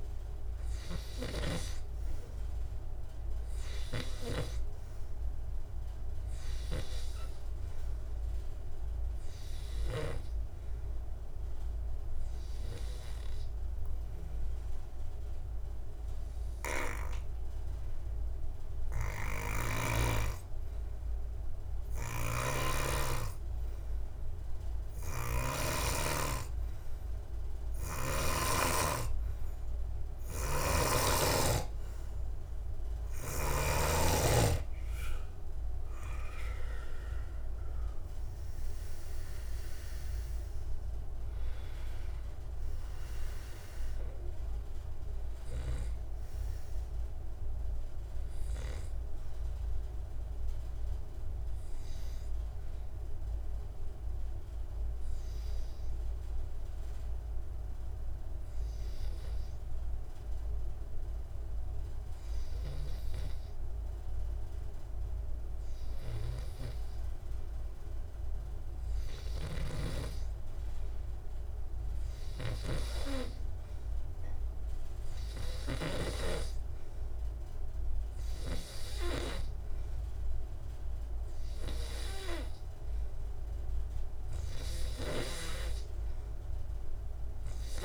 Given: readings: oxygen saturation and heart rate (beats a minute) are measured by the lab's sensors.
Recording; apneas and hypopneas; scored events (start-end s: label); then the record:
breathing in sleep by a room microphone; 2
0.00-21.50 s: oxygen desaturation (device-marked, oxygen 94% lowest, heart rate 67 extreme)
12.00-31.00 s: obstructive apnea (oxygen 100% before, 91% lowest, heart rate 72 before, 69 extreme, up 17 after)
22.00-28.50 s: snoring (device-marked)
30.50-34.00 s: snoring (device-marked)
32.50-61.50 s: oxygen desaturation (device-marked, oxygen 97% before, 91% lowest, heart rate 71 before, 69 extreme)
34.00-37.50 s: arousal
52.50-69.00 s: obstructive apnea (oxygen 97% before, 92% lowest, heart rate 84 before, 69 extreme, up 9 after)
71.50-74.50 s: arousal
72.50-84.50 s: oxygen desaturation (device-marked, oxygen 100% before, 93% lowest, heart rate 72 before, 69 extreme)
From the record:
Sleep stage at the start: N2 (light sleep); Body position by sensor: on the back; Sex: male